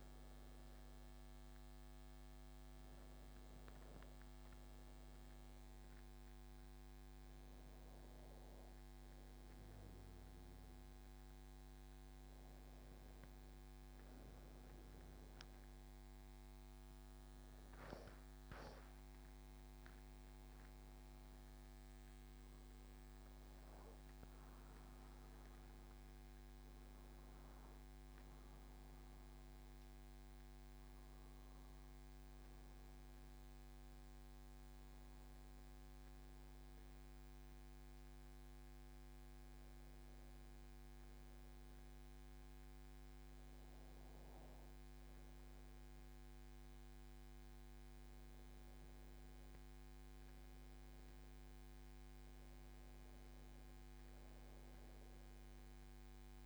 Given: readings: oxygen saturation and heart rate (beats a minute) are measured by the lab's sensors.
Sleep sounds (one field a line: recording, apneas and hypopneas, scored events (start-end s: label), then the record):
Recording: breathing in sleep, hard to hear, by a microphone on the trachea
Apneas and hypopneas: none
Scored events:
none scored
From the record:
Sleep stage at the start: N2 (light sleep)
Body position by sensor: on the back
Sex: male